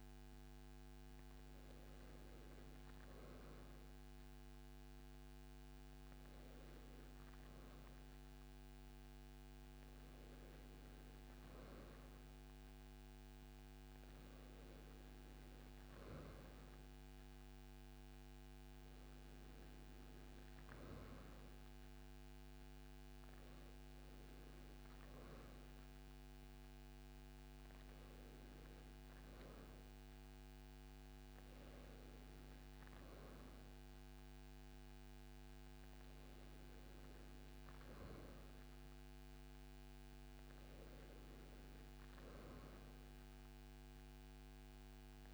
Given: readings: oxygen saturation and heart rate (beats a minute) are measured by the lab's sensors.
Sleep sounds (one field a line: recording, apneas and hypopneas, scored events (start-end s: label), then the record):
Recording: breathing in sleep, hard to hear, by a microphone on the trachea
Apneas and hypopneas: none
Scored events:
none scored
From the record:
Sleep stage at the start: N2 (light sleep)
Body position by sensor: on the right side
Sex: male